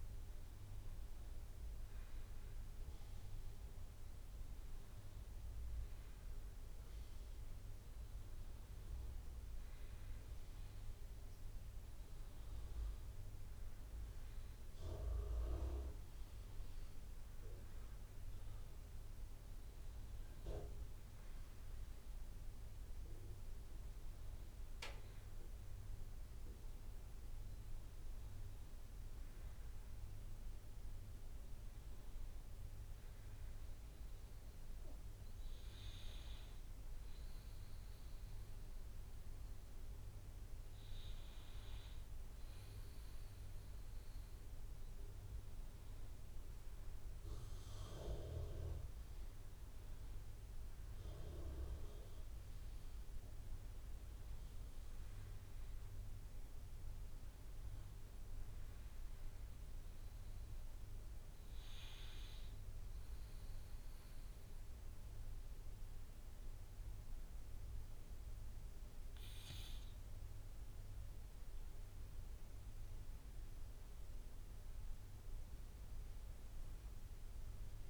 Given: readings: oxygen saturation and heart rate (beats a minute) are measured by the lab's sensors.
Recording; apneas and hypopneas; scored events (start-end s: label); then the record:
breathing in sleep by a room microphone; 2
33.00-44.50 s: hypopnea (oxygen 93% before, 88% lowest, heart rate 67 before, 58 extreme, up 10 after)
47.50-51.50 s: arousal
59.00-70.00 s: obstructive apnea (oxygen 93% before, 88% lowest, heart rate 64 before, 58 extreme, up 7 after)
74.50-77.90 s: oxygen desaturation (device-marked, oxygen 94% before, 88% lowest, heart rate 63 before, 58 extreme)
From the record:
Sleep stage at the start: REM sleep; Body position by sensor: on the back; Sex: male